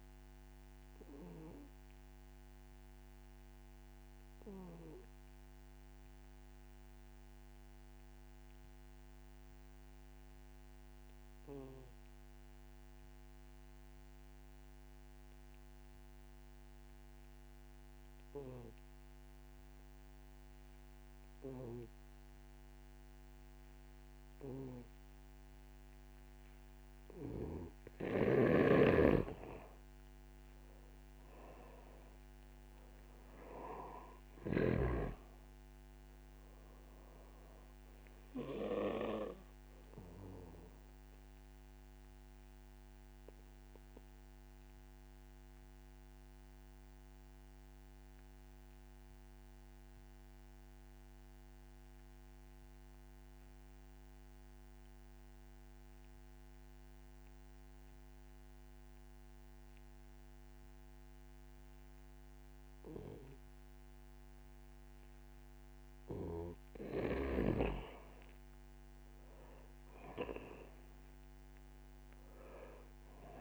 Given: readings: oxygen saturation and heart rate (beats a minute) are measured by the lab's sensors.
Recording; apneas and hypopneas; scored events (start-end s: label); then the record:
breathing in sleep by a microphone on the trachea; 2
0.00-11.50 s: oxygen desaturation (device-marked, oxygen 88% lowest, heart rate 41 extreme)
4.50-27.50 s: obstructive apnea (oxygen 98% before, 86% lowest, heart rate 61 before, 59 extreme, up 5 after)
23.50-54.50 s: oxygen desaturation (device-marked, oxygen 97% before, 86% lowest, heart rate 64 before, 46 extreme)
28.50-35.00 s: snoring (device-marked)
31.00-34.50 s: arousal
41.50-65.00 s: obstructive apnea (oxygen 97% before, 85% lowest, heart rate 63 before, 46 extreme, up 27 after)
67.50-73.41 s: oxygen desaturation (device-marked, oxygen 97% before, 88% lowest, heart rate 61 before, 52 extreme)
68.50-71.50 s: arousal
From the record:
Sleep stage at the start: N2 (light sleep); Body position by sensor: on the back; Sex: male